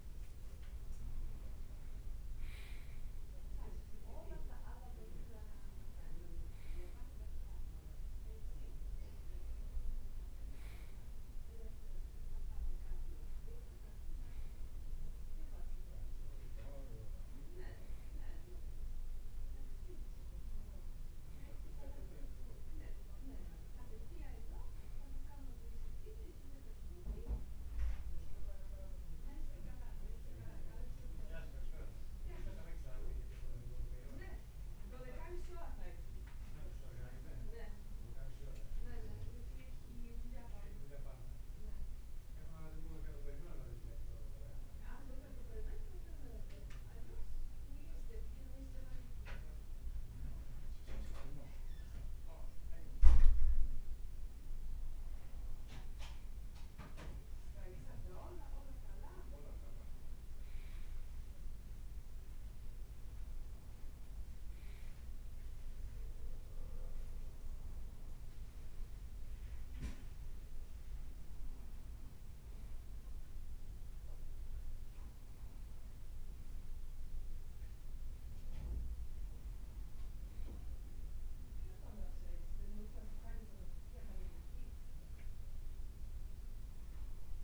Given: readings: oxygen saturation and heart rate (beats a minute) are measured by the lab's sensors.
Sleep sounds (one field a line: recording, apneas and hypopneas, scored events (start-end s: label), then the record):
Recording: breathing in sleep by a room microphone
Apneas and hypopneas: 1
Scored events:
0.00-2.00 s: arousal
31.00-36.00 s: arousal
41.50-52.50 s: hypopnea (oxygen 95% before, 94% lowest, heart rate 61 before, 56 extreme, up 1 after)
54.50-59.00 s: arousal
57.00-87.44 s: new sleep stage, N1 (lightest sleep)
72.00-75.00 s: leg movement (device-marked)
75.50-77.00 s: leg movement (device-marked)
From the record:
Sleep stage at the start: N2 (light sleep)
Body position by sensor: on the right side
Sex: male